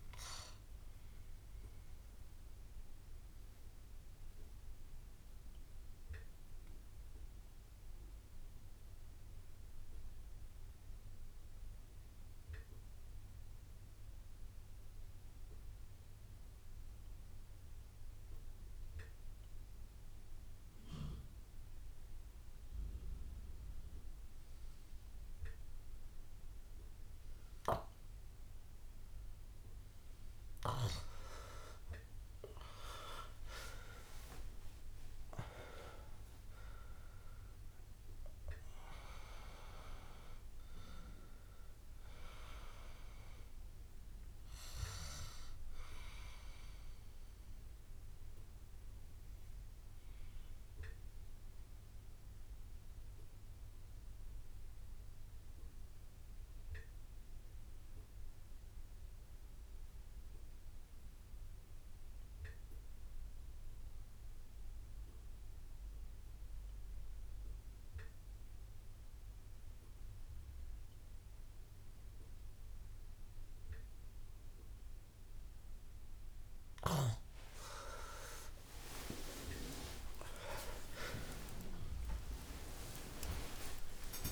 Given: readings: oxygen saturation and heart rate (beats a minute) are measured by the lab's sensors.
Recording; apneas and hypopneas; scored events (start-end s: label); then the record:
breathing in sleep by a room microphone; 2
0.00-13.50 s: oxygen desaturation (device-marked, oxygen 85% lowest)
0.50-30.00 s: obstructive apnea (oxygen 99% before, 82% lowest)
29.50-58.50 s: oxygen desaturation (device-marked, oxygen 99% before, 84% lowest)
31.50-36.00 s: arousal
48.00-77.00 s: obstructive apnea (oxygen 99% before, 82% lowest)
72.50-84.31 s: oxygen desaturation (device-marked, oxygen 99% before, 82% lowest)
78.00-84.00 s: arousal
80.50-84.31 s: new sleep stage, N1 (lightest sleep)
83.00-84.31 s: long interval between heartbeats (device-marked)
From the record:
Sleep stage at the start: REM sleep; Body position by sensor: on the back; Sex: male